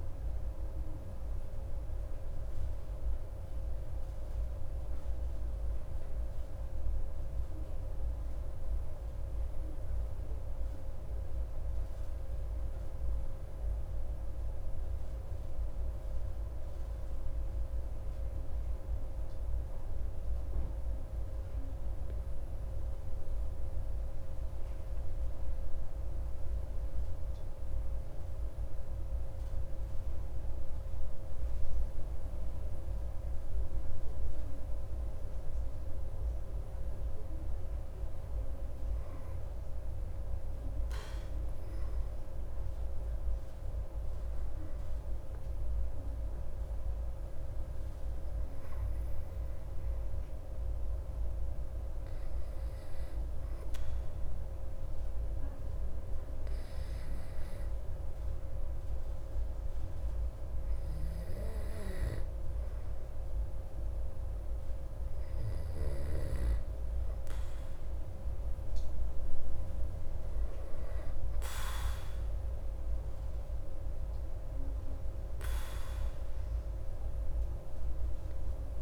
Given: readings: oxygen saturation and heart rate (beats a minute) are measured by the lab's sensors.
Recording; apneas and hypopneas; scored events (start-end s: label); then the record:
breathing in sleep, hard to hear, by a room microphone; 2
16.00-28.00 s: hypopnea (oxygen 98% before, 95% lowest)
30.00-34.50 s: arousal
46.50-60.50 s: hypopnea (oxygen 97% before, 94% lowest)
63.50-67.00 s: arousal
From the record:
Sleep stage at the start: N2 (light sleep); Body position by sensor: on the back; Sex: male